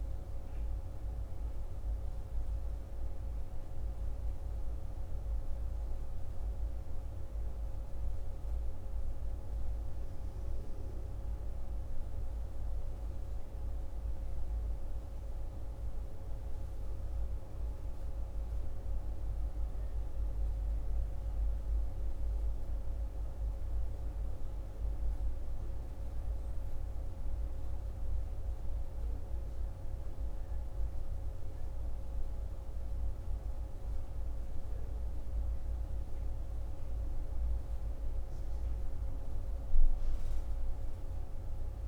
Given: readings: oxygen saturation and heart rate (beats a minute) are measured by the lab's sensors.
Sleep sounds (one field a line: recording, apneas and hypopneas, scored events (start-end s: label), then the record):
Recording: a person awake in a sleep study, hard to hear, by a room microphone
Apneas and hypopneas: none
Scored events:
24.50-41.88 s: new sleep stage, N1 (lightest sleep)
From the record:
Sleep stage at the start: awake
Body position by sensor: on the right side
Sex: male